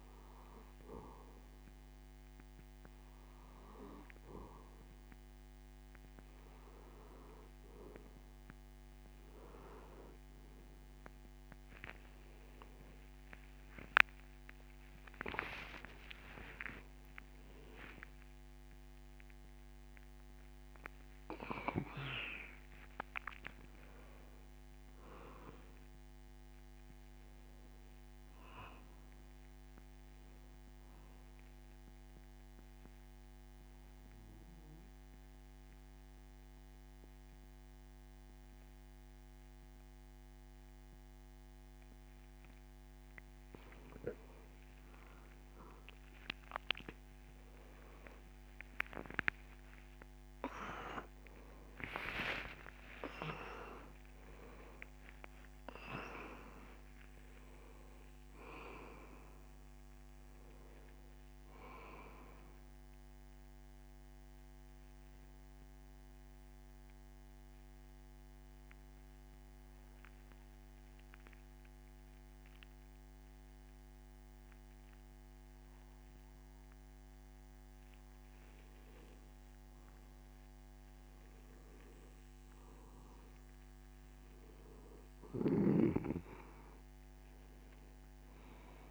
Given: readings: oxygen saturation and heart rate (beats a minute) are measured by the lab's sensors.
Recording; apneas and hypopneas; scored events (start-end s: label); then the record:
a person awake in a sleep study, by a microphone on the trachea; 1
6.50-66.50 s: new sleep stage, awake
66.50-88.91 s: new sleep stage, N2 (light sleep)
69.00-79.50 s: mixed apnea (oxygen 96% before, 93% lowest)
From the record:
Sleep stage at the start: N2 (light sleep); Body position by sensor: on the back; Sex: male